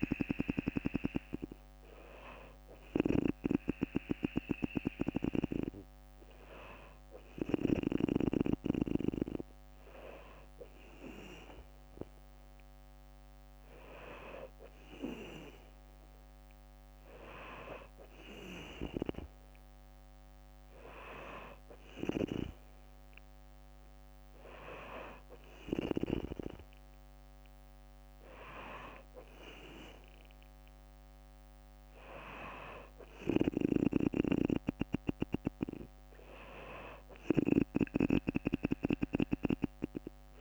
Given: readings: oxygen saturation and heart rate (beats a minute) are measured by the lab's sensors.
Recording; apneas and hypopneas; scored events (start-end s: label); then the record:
breathing in sleep by a microphone on the trachea; none
none scored
From the record:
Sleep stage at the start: N2 (light sleep); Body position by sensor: on the back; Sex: female